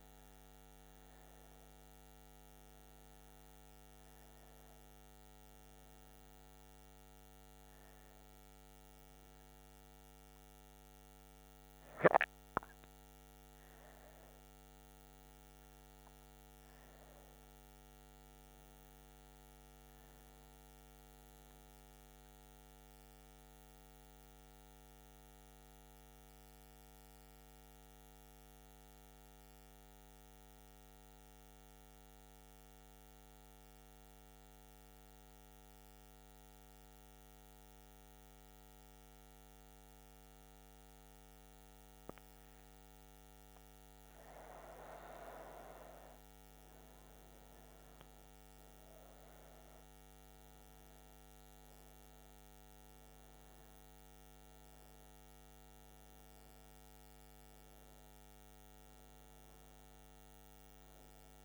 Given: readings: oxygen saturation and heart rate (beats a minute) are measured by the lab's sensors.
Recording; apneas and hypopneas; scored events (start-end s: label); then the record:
breathing in sleep, hard to hear, by a microphone on the trachea; 1
22.00-41.50 s: mixed apnea (oxygen 99% before, 92% lowest, heart rate 76 before, 64 extreme, up 10 after)
40.50-61.45 s: oxygen desaturation (device-marked, oxygen 97% before, 92% lowest, heart rate 72 before, 66 extreme)
43.00-46.50 s: arousal
From the record:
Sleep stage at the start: N2 (light sleep); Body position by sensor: on the right side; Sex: female